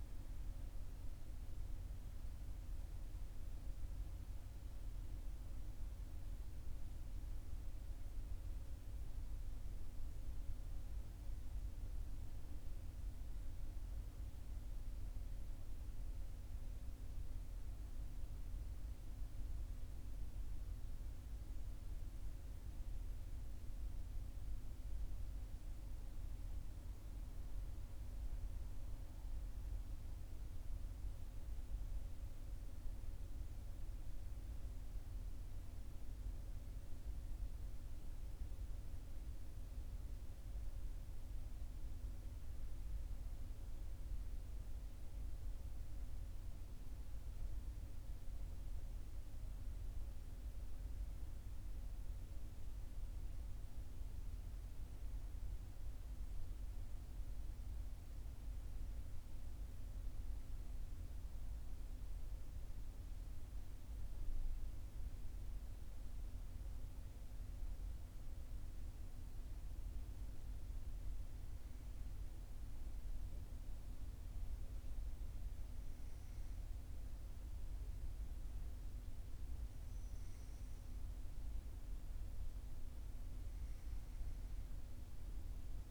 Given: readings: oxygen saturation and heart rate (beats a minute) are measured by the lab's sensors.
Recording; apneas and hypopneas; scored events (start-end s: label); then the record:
breathing in sleep, hard to hear, by a room microphone; none
none scored
From the record:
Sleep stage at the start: N1 (lightest sleep); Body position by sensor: on the right side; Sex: male